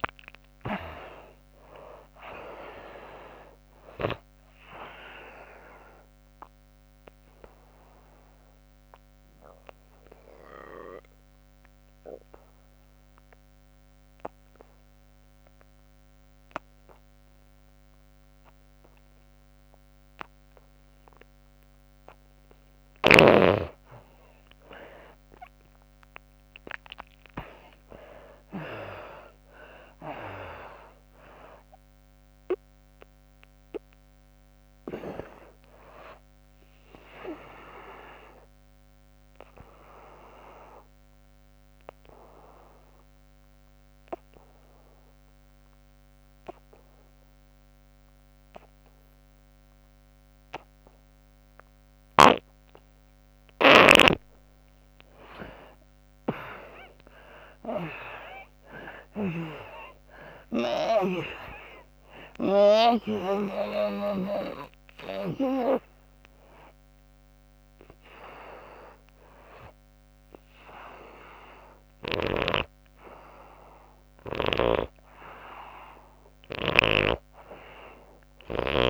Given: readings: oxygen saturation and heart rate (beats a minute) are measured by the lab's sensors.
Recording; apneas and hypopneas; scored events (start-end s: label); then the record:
breathing in sleep by a microphone on the trachea; 2
0.00-16.00 s: oxygen desaturation (device-marked, oxygen 78% lowest, heart rate 68 extreme)
5.50-21.50 s: obstructive apnea (oxygen 96% before, 77% lowest, heart rate 79 before, 68 extreme, up 28 after)
23.00-46.00 s: oxygen desaturation (device-marked, oxygen 96% before, 78% lowest, heart rate 82 before, 63 extreme)
24.50-27.00 s: arousal
39.50-53.00 s: obstructive apnea (oxygen 96% before, 77% lowest, heart rate 88 before, 63 extreme, up 25 after)
55.00-78.90 s: oxygen desaturation (device-marked, oxygen 97% before, 77% lowest, heart rate 74 before, 70 extreme)
56.00-59.50 s: arousal
76.00-78.90 s: snoring (device-marked)
From the record:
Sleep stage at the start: N2 (light sleep); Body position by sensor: on the back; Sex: female